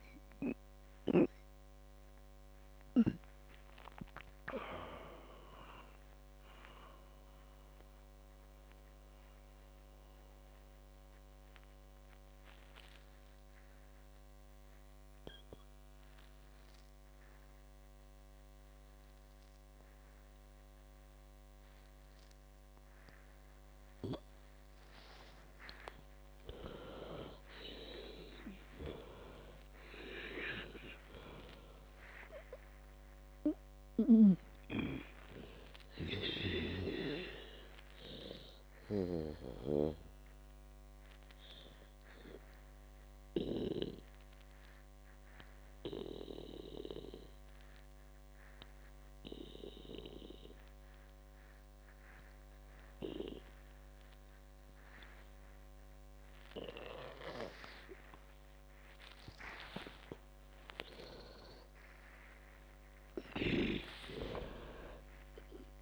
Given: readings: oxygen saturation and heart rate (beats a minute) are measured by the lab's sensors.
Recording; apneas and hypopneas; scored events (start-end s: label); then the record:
breathing in sleep by a microphone on the trachea; 2
0.00-7.00 s: oxygen desaturation (device-marked, oxygen 94% lowest, heart rate 62 extreme)
7.50-26.50 s: mixed apnea (oxygen 99% before, 93% lowest, heart rate 87 before, 62 extreme, up 20 after)
28.00-32.00 s: arousal
33.00-49.00 s: oxygen desaturation (device-marked, oxygen 98% before, 93% lowest, heart rate 69 before, 61 extreme)
38.50-60.50 s: obstructive apnea (oxygen 98% before, 93% lowest, heart rate 71 before, 61 extreme)
39.50-44.50 s: snoring (device-marked)
62.50-65.82 s: arousal
From the record:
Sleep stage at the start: N2 (light sleep); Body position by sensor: on the back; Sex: female